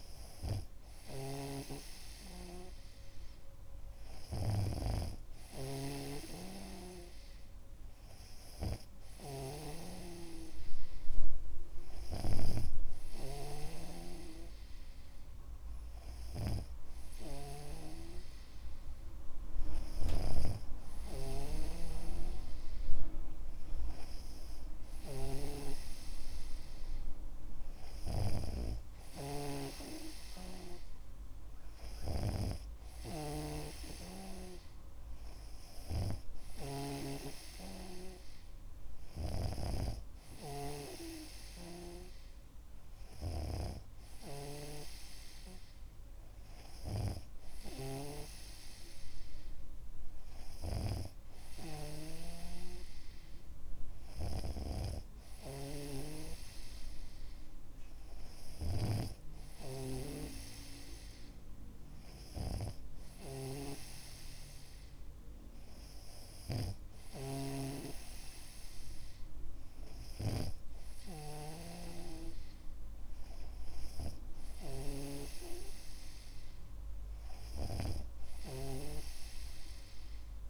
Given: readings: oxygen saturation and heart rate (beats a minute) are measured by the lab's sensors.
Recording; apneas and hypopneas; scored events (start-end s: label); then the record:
breathing in sleep by a room microphone; none
0.00-80.49 s: snoring (device-marked)
From the record:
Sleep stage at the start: N2 (light sleep); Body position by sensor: on the back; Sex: male